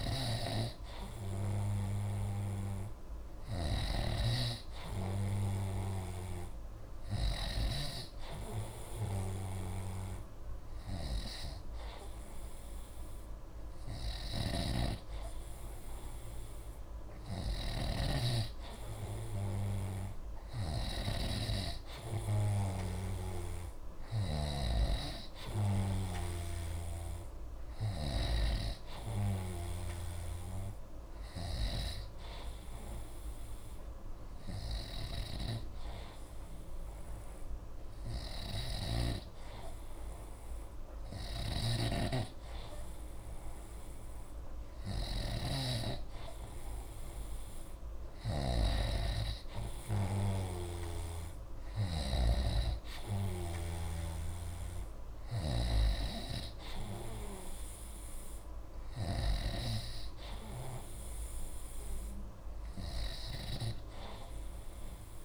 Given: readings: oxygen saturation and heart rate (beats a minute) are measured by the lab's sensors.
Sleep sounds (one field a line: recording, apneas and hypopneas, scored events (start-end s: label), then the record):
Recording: breathing in sleep by a room microphone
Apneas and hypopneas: none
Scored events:
0.00-4.00 s: snoring (device-marked)
14.50-21.00 s: snoring (device-marked)
23.00-26.50 s: snoring (device-marked)
28.50-32.00 s: snoring (device-marked)
38.50-48.50 s: snoring (device-marked)
50.50-59.50 s: snoring (device-marked)
From the record:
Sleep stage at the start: N3 (deep sleep)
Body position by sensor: on the right side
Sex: male